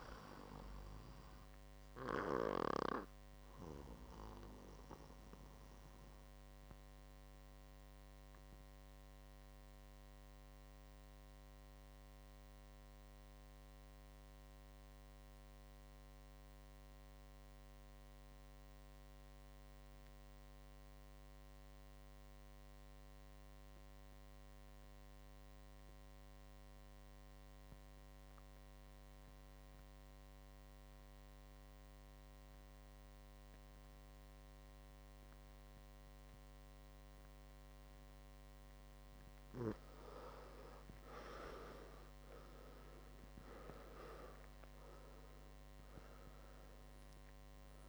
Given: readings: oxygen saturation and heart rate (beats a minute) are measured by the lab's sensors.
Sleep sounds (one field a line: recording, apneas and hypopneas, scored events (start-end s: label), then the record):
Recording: breathing in sleep by a microphone on the trachea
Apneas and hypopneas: 1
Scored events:
0.00-20.50 s: oxygen desaturation (device-marked, oxygen 84% lowest, heart rate 54 extreme)
3.00-38.50 s: mixed apnea (oxygen 99% before, 84% lowest, heart rate 59 before, 54 extreme, up 10 after)
35.50-47.89 s: oxygen desaturation (device-marked, oxygen 99% before, 88% lowest, heart rate 60 before, 54 extreme)
41.00-45.00 s: arousal
From the record:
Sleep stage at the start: REM sleep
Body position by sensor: on the right side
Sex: male